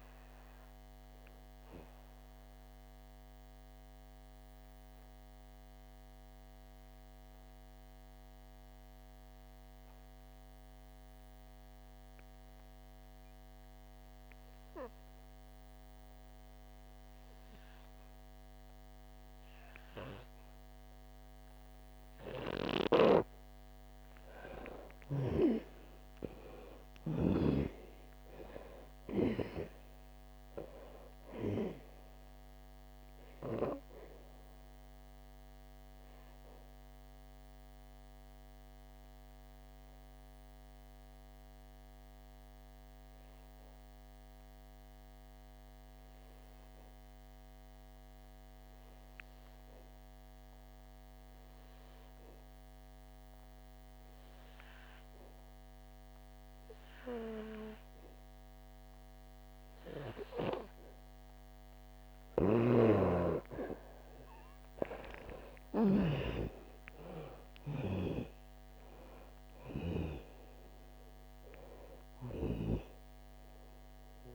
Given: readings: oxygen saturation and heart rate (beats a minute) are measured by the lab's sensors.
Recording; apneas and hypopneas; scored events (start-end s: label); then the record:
breathing in sleep by a microphone on the trachea; 2
0.00-19.50 s: oxygen desaturation (device-marked, oxygen 88% lowest, heart rate 57 extreme)
1.00-24.00 s: obstructive apnea (oxygen 98% before, 86% lowest, heart rate 91 before, 57 extreme, up 20 after)
21.50-56.50 s: oxygen desaturation (device-marked, oxygen 99% before, 86% lowest, heart rate 69 before, 57 extreme)
26.00-30.50 s: arousal
34.00-61.50 s: obstructive apnea (oxygen 99% before, 86% lowest, heart rate 80 before, 57 extreme, up 23 after)
58.50-74.35 s: oxygen desaturation (device-marked, oxygen 98% before, 86% lowest, heart rate 65 before, 59 extreme)
62.50-66.50 s: snoring (device-marked)
66.00-70.00 s: arousal
From the record:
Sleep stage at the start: N2 (light sleep); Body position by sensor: on the back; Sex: female